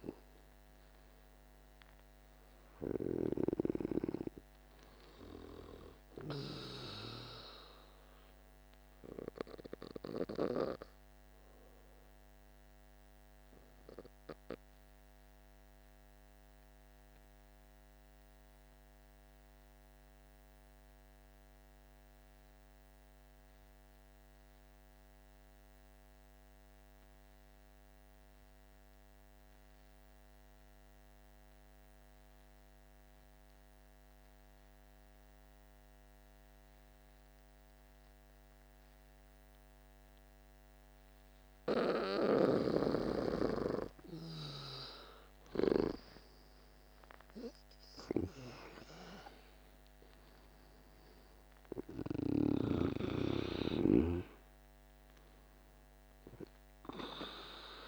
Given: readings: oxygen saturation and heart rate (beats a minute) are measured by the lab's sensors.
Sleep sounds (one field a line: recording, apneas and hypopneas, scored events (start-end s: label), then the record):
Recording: breathing in sleep by a microphone on the trachea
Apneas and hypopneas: 1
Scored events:
0.00-17.00 s: oxygen desaturation (device-marked, oxygen 88% lowest, heart rate 47 extreme)
15.50-40.50 s: obstructive apnea (oxygen 97% before, 84% lowest, heart rate 56 before, 48 extreme, up 11 after)
35.00-57.88 s: oxygen desaturation (device-marked, oxygen 99% before, 84% lowest, heart rate 49 before, 48 extreme)
45.50-49.50 s: arousal
From the record:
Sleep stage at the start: N2 (light sleep)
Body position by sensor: on the back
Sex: male